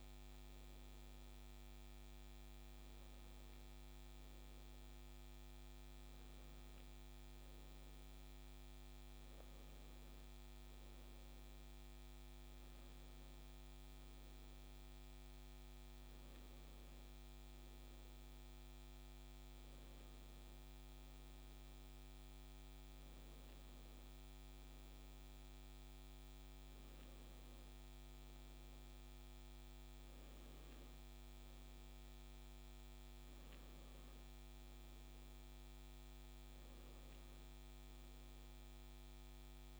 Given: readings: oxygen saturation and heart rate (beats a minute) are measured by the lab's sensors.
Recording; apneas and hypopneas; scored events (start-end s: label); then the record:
a person awake in a sleep study, hard to hear, by a microphone on the trachea; none
none scored
From the record:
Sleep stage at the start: awake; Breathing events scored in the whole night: 182 in 5.9 hours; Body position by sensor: on the left side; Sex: male